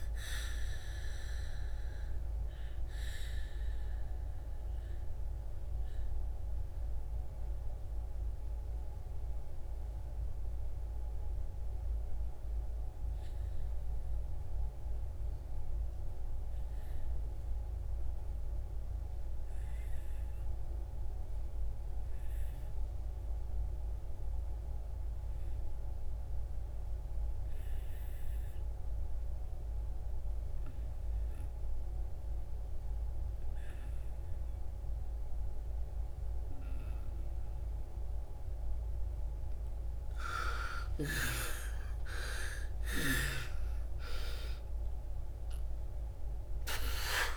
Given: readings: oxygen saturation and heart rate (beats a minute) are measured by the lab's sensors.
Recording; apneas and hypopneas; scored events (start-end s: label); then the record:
breathing in sleep by a room microphone; 1
0.00-19.50 s: oxygen desaturation (device-marked, oxygen 72% lowest)
2.00-38.50 s: mixed apnea (oxygen 98% before, 69% lowest)
32.50-47.36 s: oxygen desaturation (device-marked, oxygen 97% before, 69% lowest)
40.50-46.00 s: arousal
From the record:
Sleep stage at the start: REM sleep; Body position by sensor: on the back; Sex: female